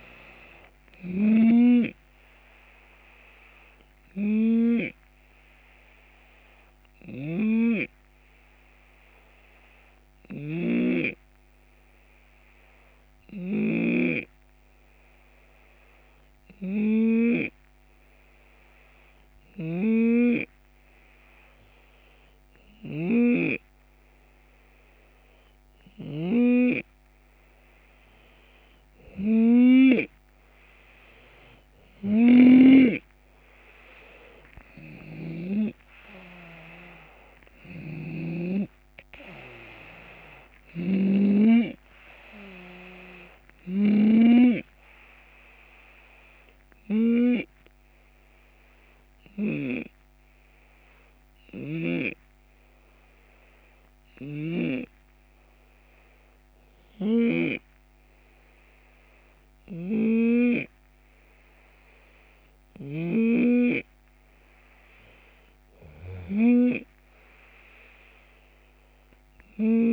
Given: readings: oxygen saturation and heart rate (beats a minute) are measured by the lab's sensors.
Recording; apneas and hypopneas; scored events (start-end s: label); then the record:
breathing in sleep by a microphone on the trachea; 2
0.00-4.00 s: drop in pulse transit time (device-marked, heart rate 75 extreme)
0.00-21.00 s: oxygen desaturation (device-marked, oxygen 89% lowest, heart rate 71 extreme)
0.00-35.00 s: snoring (device-marked)
3.00-29.00 s: hypopnea (oxygen 94% before, 89% lowest, heart rate 76 before, 71 extreme, up 5 after)
33.50-38.50 s: arousal
34.00-48.00 s: drop in pulse transit time (device-marked, heart rate 73 before, 76 extreme)
37.00-49.00 s: snoring (device-marked)
44.00-60.00 s: hypopnea (oxygen 94% before, 85% lowest, heart rate 76 before, 69 extreme, up 4 after)
53.50-57.00 s: snoring (device-marked)
59.00-62.50 s: snoring (device-marked)
64.50-68.50 s: arousal
From the record:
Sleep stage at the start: N2 (light sleep); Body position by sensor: on the left side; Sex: male